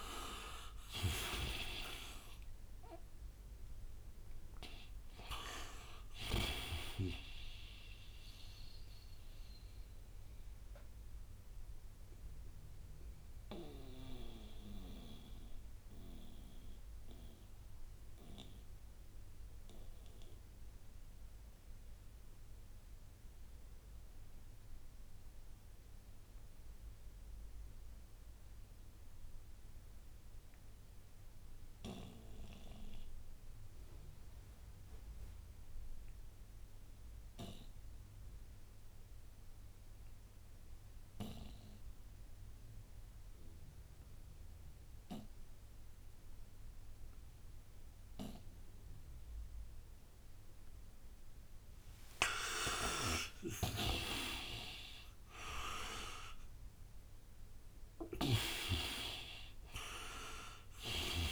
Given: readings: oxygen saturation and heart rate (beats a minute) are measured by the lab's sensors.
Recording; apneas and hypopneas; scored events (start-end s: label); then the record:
breathing in sleep by a room microphone; 1
0.00-6.00 s: snoring (device-marked)
0.00-29.50 s: oxygen desaturation (device-marked, oxygen 73% lowest, heart rate 58 extreme)
8.50-50.50 s: mixed apnea (oxygen 94% before, 73% lowest, heart rate 93 before, 54 extreme, up 0 after)
43.50-61.32 s: oxygen desaturation (device-marked, oxygen 99% before, 76% lowest, heart rate 61 before, 54 extreme)
52.00-58.00 s: arousal
53.00-61.00 s: snoring (device-marked)
From the record:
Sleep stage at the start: N2 (light sleep); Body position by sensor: on the right side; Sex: male